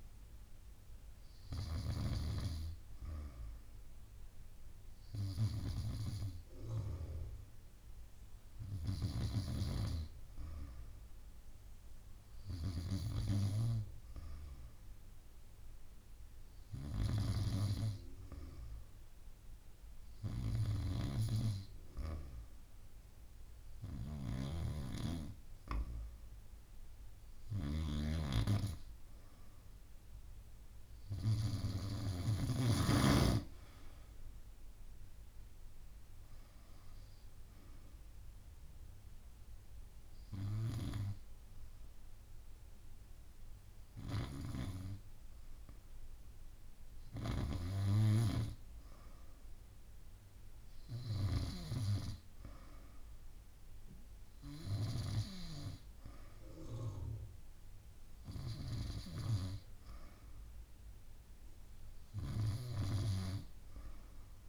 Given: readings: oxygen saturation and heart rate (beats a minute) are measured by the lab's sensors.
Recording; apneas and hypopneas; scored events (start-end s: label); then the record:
breathing in sleep by a room microphone; none
0.00-2.50 s: snoring (device-marked)
16.50-32.50 s: snoring (device-marked)
47.00-51.50 s: snoring (device-marked)
From the record:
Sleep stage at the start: N2 (light sleep); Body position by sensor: on the back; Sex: female